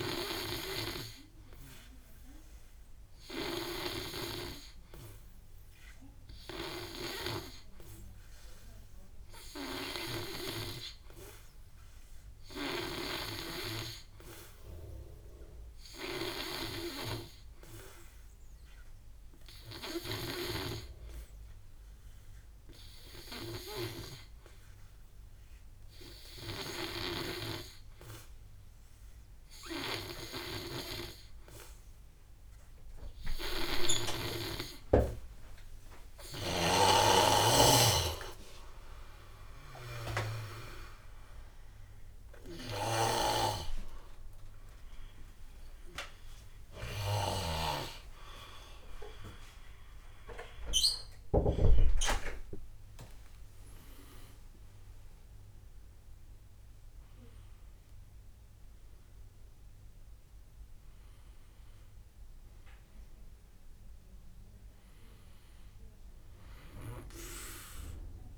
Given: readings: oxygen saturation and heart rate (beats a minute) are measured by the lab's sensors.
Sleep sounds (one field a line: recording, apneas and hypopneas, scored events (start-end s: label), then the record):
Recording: a person partly awake in a sleep study, by a room microphone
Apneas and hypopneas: none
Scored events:
0.00-10.00 s: snoring (device-marked)
12.50-20.50 s: oxygen desaturation (device-marked, oxygen 91% before, 88% lowest, heart rate 62 before, 57 extreme)
23.00-27.00 s: snoring (device-marked)
33.00-47.00 s: snoring (device-marked)
40.50-45.50 s: oxygen desaturation (device-marked, oxygen 91% before, 85% lowest, heart rate 63 before, 52 extreme)
40.50-68.38 s: new sleep stage, awake
From the record:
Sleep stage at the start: N2 (light sleep)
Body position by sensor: on the back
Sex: male